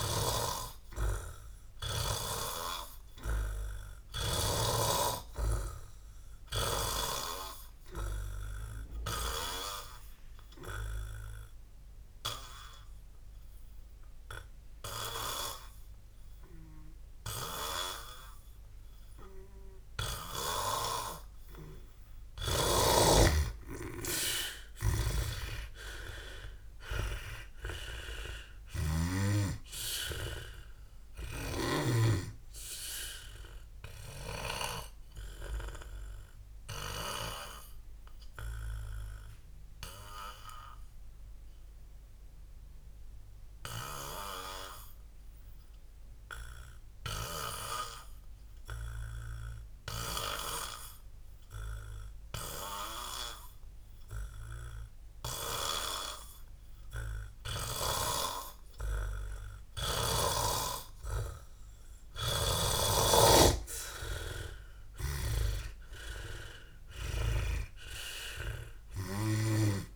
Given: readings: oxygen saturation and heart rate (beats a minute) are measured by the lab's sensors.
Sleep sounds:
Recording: breathing in sleep by a room microphone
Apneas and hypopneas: 2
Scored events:
0.00-5.00 s: snoring (device-marked)
2.00-40.00 s: oxygen desaturation (device-marked, oxygen 100% before, 86% lowest, heart rate 62 before, 58 extreme)
9.50-20.50 s: obstructive apnea (oxygen 100% before, 86% lowest, heart rate 62 before, 58 extreme, up 25 after)
24.00-28.00 s: arousal
25.00-29.50 s: snoring (device-marked)
35.50-62.00 s: obstructive apnea (oxygen 94% before, 86% lowest, heart rate 71 before, 57 extreme, up 21 after)
62.00-69.96 s: oxygen desaturation (device-marked, oxygen 98% before, 88% lowest, heart rate 64 before, 57 extreme)
64.50-68.00 s: arousal
65.00-69.96 s: snoring (device-marked)
From the record:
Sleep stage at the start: N2 (light sleep)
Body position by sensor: on the back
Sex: male

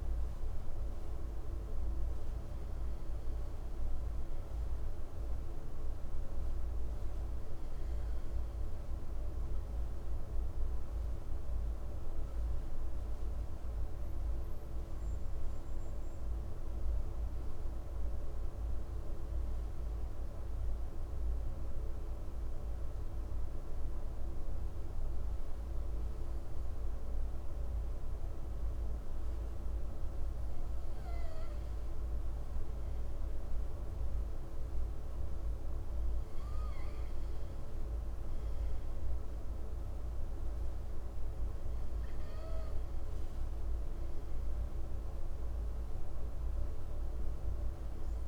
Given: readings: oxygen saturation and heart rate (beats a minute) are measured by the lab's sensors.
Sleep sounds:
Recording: breathing in sleep, hard to hear, by a room microphone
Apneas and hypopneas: 1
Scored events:
12.50-29.50 s: obstructive apnea (oxygen 97% before, 96% lowest, heart rate 52 before, 50 extreme, up 2 after)
32.00-36.00 s: arousal
From the record:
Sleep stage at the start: N2 (light sleep)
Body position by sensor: on the right side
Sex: male

